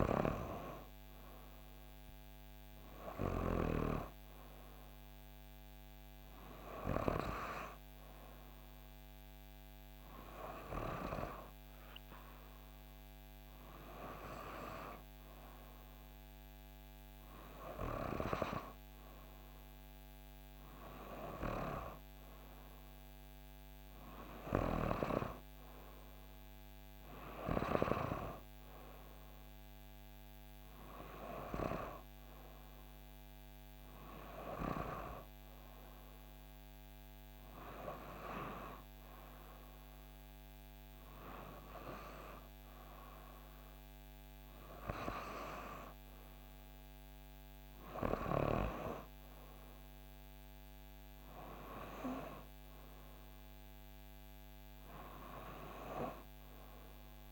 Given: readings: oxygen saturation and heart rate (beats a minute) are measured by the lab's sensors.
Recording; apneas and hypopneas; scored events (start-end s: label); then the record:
breathing in sleep by a microphone on the trachea; none
none scored
From the record:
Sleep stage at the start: N2 (light sleep); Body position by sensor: on the back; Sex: female